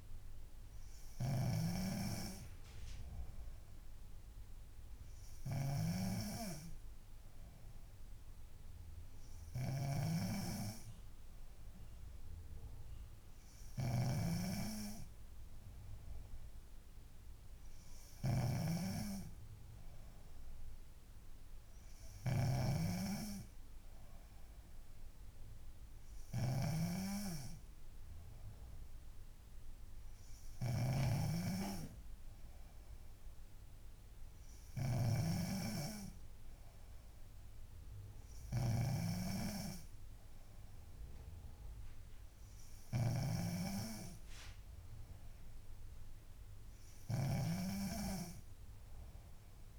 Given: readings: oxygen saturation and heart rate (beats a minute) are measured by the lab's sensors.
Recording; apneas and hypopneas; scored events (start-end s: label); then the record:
breathing in sleep by a room microphone; none
1.50-39.50 s: snoring (device-marked)
From the record:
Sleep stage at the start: N3 (deep sleep); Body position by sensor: on the back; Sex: female